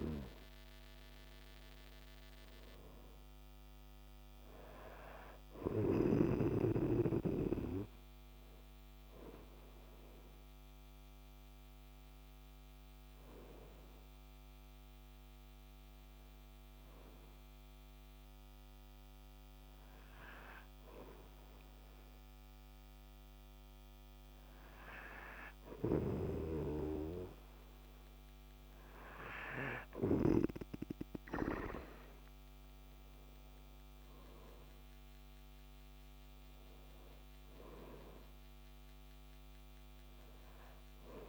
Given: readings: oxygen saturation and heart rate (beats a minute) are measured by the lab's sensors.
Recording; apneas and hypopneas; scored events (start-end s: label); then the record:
breathing in sleep by a microphone on the trachea; 1
0.00-4.00 s: oxygen desaturation (device-marked, oxygen 89% lowest, heart rate 50 extreme)
0.00-4.50 s: arousal
12.00-25.00 s: obstructive apnea (oxygen 96% before, 92% lowest, heart rate 52 before, 50 extreme, up 4 after)
26.00-31.00 s: snoring (device-marked)
31.50-36.00 s: arousal
From the record:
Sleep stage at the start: N2 (light sleep); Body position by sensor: on the right side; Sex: male